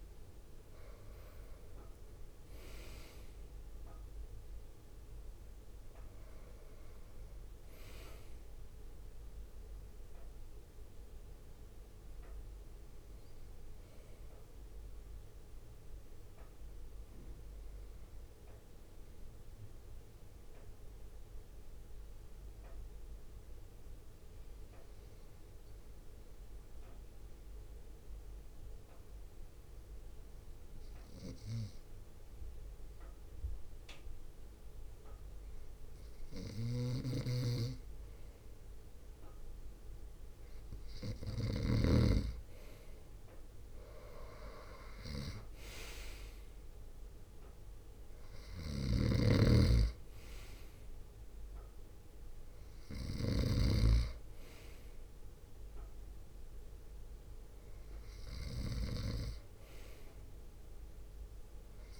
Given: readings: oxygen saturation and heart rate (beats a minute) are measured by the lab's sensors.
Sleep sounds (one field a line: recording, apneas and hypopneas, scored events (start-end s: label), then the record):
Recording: breathing in sleep by a room microphone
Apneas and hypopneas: 1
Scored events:
0.00-10.00 s: drop in pulse transit time (device-marked, heart rate 55 extreme)
12.00-14.00 s: arousal
16.50-36.50 s: obstructive apnea (oxygen 96% before, 94% lowest, heart rate 61 before, 52 extreme, up 4 after)
36.50-42.00 s: snoring (device-marked)
38.00-40.50 s: arousal
47.00-62.00 s: drop in pulse transit time (device-marked, heart rate 58 before, 52 extreme)
48.50-59.00 s: snoring (device-marked)
From the record:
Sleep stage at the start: N2 (light sleep)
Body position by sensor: on the front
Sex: male